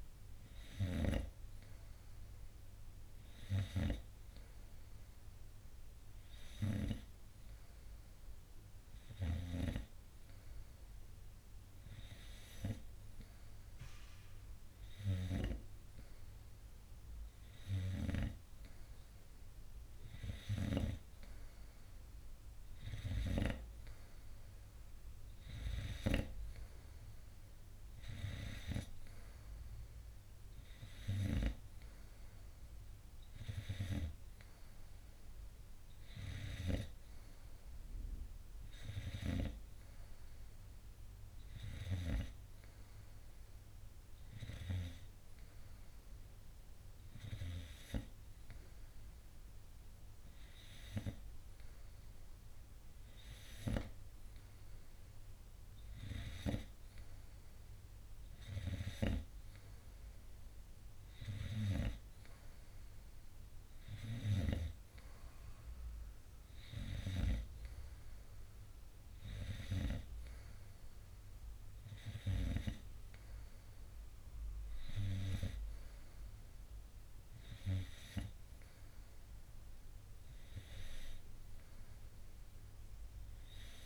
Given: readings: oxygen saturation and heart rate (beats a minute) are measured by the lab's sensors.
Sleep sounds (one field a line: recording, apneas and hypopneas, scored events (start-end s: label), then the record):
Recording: breathing in sleep by a room microphone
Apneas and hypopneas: none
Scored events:
none scored
From the record:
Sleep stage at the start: N3 (deep sleep)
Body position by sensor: on the front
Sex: male